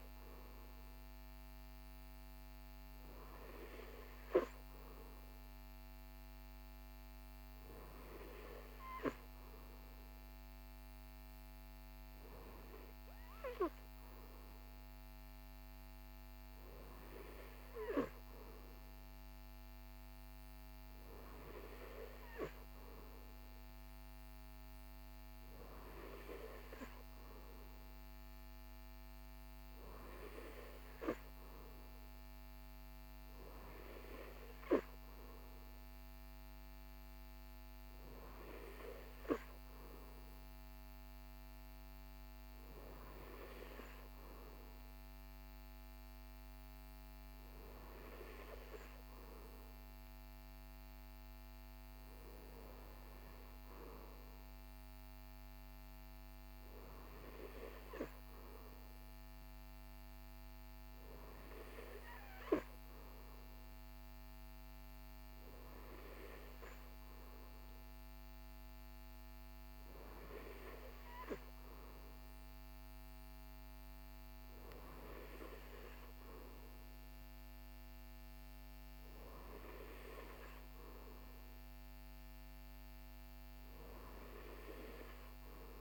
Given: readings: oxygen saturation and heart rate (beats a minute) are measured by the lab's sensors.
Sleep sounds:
breathing in sleep by a microphone on the trachea; none
none scored
From the record:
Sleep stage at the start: N3 (deep sleep); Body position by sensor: on the right side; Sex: male

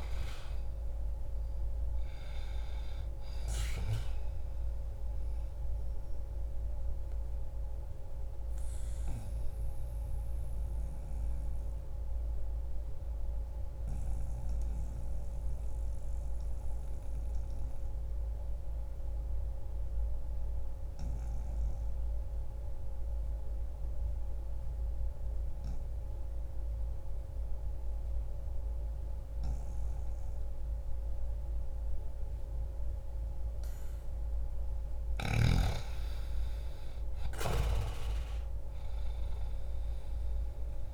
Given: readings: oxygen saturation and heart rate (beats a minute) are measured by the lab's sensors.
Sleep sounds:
breathing in sleep, hard to hear, by a room microphone; 1
4.50-34.00 s: obstructive apnea (oxygen 96% before, 88% lowest, heart rate 60 before, 60 extreme, up 2 after)
17.00-28.00 s: oxygen desaturation (device-marked, oxygen 94% before, 88% lowest, heart rate 60 before, 60 extreme)
35.00-40.94 s: oxygen desaturation (device-marked, oxygen 97% before, 89% lowest, heart rate 62 before, 60 extreme)
37.50-40.94 s: arousal
From the record:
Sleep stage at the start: N2 (light sleep); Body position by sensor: on the back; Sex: male

